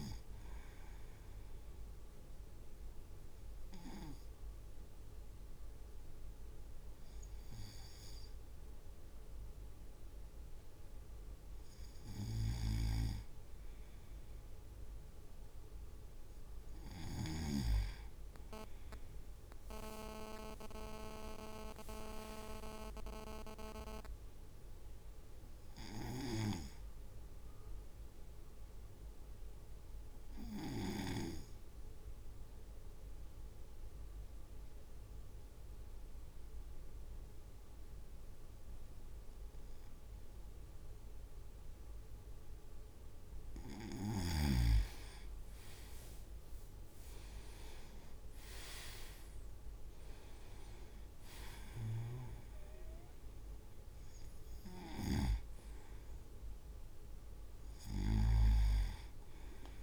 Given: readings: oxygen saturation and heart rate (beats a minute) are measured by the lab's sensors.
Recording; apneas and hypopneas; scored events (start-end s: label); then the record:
breathing in sleep by a room microphone; 2
1.00-12.00 s: obstructive apnea (oxygen 98% before, 96% lowest, heart rate 55 before, 52 extreme, up 2 after)
12.50-17.50 s: snoring (device-marked)
19.50-21.00 s: leg movement (device-marked)
19.50-23.50 s: arousal
26.00-42.50 s: obstructive apnea (oxygen 99% before, 95% lowest, heart rate 56 before, 52 extreme, up 6 after)
45.00-47.50 s: leg movement (device-marked)
46.00-50.00 s: arousal
47.50-59.50 s: drop in pulse transit time (device-marked, heart rate 54 before, 52 extreme)
52.00-58.50 s: snoring (device-marked)
From the record:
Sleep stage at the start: N2 (light sleep); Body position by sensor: on the right side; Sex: male